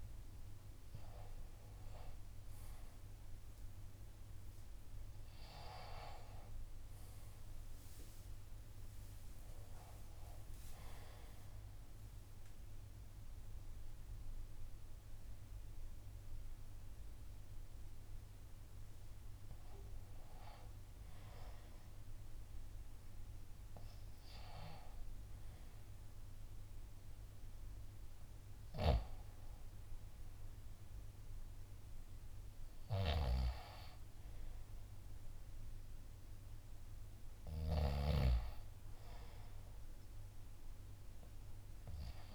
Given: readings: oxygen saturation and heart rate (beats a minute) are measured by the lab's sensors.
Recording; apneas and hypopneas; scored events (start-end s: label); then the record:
breathing in sleep by a room microphone; 1
10.50-20.50 s: oxygen desaturation (device-marked, oxygen 92% before, 89% lowest, heart rate 76 before, 69 extreme)
11.00-21.00 s: central apnea (oxygen 94% before, 88% lowest, heart rate 76 before, 69 extreme, up 1 after)
22.00-27.00 s: arousal
32.50-39.50 s: oxygen desaturation (device-marked, oxygen 92% before, 89% lowest, heart rate 73 before, 70 extreme)
From the record:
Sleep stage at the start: N2 (light sleep); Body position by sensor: on the left side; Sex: male